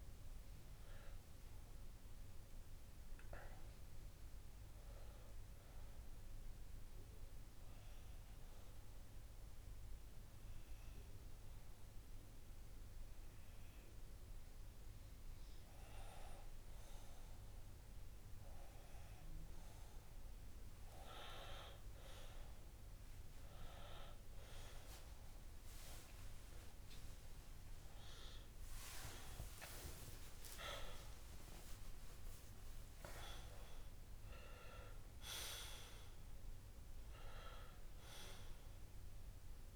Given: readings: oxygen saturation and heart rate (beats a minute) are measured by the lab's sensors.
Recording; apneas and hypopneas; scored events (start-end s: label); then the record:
breathing in sleep by a room microphone; 1
3.50-17.00 s: obstructive apnea (oxygen 99% before, 96% lowest)
28.50-32.00 s: arousal
From the record:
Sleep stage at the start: N2 (light sleep); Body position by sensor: on the left side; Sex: male